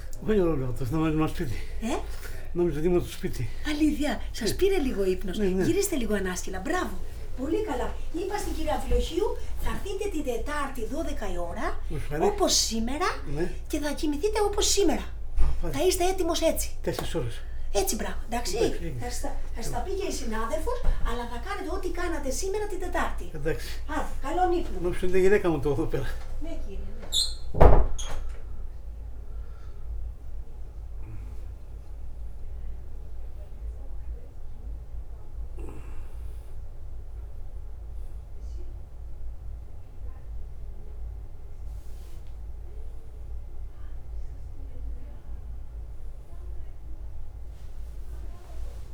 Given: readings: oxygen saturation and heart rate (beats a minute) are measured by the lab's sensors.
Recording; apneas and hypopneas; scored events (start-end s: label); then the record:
a person awake in a sleep study, by a room microphone; none
0.00-6.00 s: snoring (device-marked)
6.00-8.00 s: tachycardia (device-marked, heart rate 54 before, 94 extreme)
11.00-48.94 s: new sleep stage, awake
12.00-16.50 s: snoring (device-marked)
13.50-15.50 s: long interval between heartbeats (device-marked, heart rate 72 before, 86 extreme)
18.50-24.00 s: snoring (device-marked)
27.50-29.50 s: long interval between heartbeats (device-marked, heart rate 79 before, 80 extreme)
38.50-40.50 s: long interval between heartbeats (device-marked, heart rate 67 before, 70 extreme)
41.00-48.00 s: bradycardia (device-marked, heart rate 55 before, 53 extreme)
From the record:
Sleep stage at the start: N2 (light sleep); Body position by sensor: on the back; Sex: male